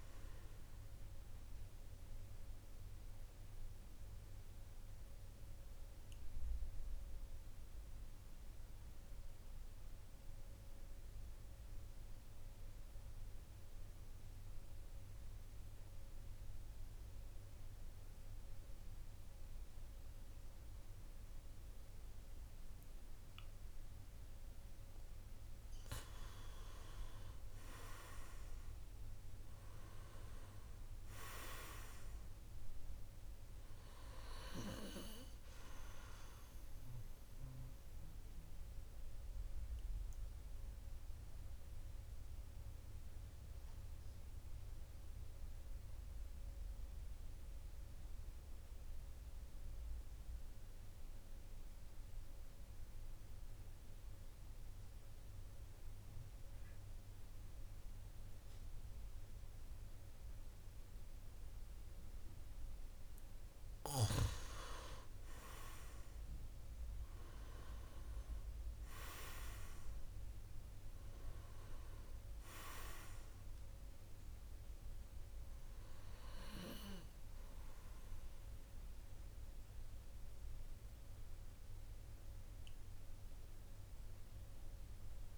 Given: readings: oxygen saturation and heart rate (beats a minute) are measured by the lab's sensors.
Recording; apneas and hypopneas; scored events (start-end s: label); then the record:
breathing in sleep by a room microphone; 2
0.00-10.50 s: oxygen desaturation (device-marked, oxygen 87% lowest, heart rate 46 extreme)
1.00-24.50 s: obstructive apnea (oxygen 99% before, 87% lowest, heart rate 56 before, 46 extreme, up 8 after)
27.50-31.00 s: arousal
28.50-50.50 s: oxygen desaturation (device-marked, oxygen 99% before, 92% lowest, heart rate 51 before, 48 extreme)
37.00-63.00 s: obstructive apnea (oxygen 99% before, 91% lowest, heart rate 54 before, 45 extreme, up 10 after)
63.50-85.38 s: oxygen desaturation (device-marked, oxygen 98% before, 91% lowest, heart rate 50 before, 45 extreme)
65.00-69.50 s: arousal
From the record:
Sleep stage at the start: N2 (light sleep); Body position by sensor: on the back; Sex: male